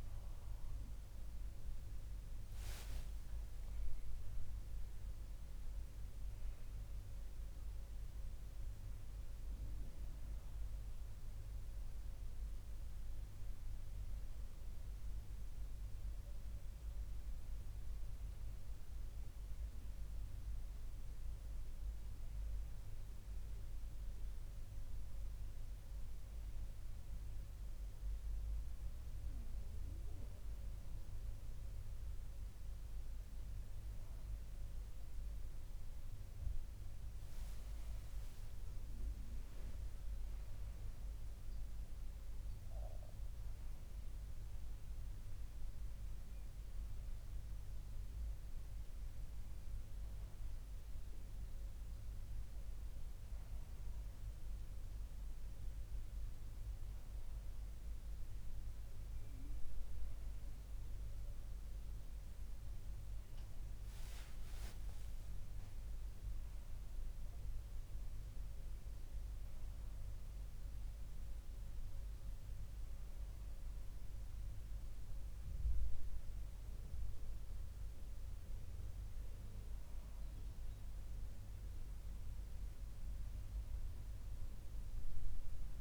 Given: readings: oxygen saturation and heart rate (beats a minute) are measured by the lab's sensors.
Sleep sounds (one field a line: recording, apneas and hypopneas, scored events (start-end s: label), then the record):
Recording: breathing in sleep, hard to hear, by a room microphone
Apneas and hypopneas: none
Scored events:
39.00-41.00 s: long interval between heartbeats (device-marked, heart rate 68 before, 78 extreme)
From the record:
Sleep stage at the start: N1 (lightest sleep)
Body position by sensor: on the left side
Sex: male